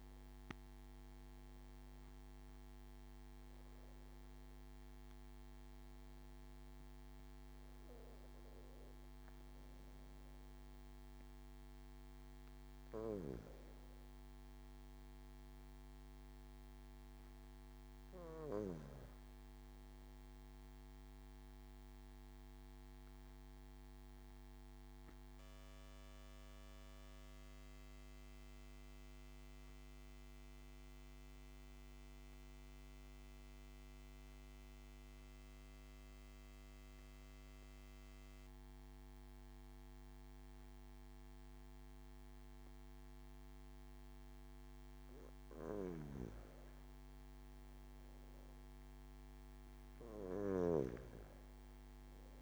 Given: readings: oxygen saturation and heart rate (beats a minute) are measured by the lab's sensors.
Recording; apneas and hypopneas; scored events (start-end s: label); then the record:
breathing in sleep by a microphone on the trachea; 1
0.00-22.00 s: oxygen desaturation (device-marked, oxygen 88% lowest)
21.50-44.00 s: obstructive apnea (oxygen 93% before, 92% lowest)
42.00-52.42 s: oxygen desaturation (device-marked, oxygen 98% before, 92% lowest)
45.50-52.42 s: snoring (device-marked)
46.00-49.50 s: arousal
From the record:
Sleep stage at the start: N2 (light sleep); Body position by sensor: on the back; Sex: male